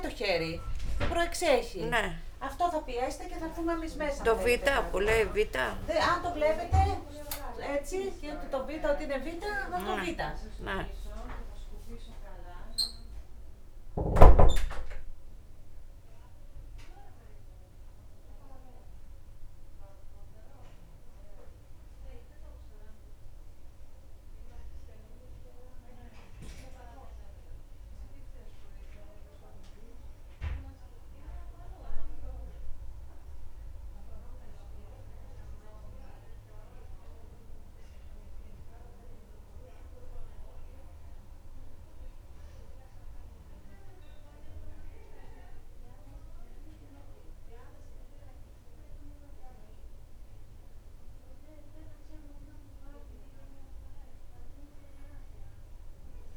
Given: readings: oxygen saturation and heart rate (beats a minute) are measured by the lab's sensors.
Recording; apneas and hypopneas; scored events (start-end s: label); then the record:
a person awake in a sleep study, by a room microphone; none
none scored
From the record:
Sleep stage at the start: awake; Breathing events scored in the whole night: 226 in 3.5 hours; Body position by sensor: on the back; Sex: female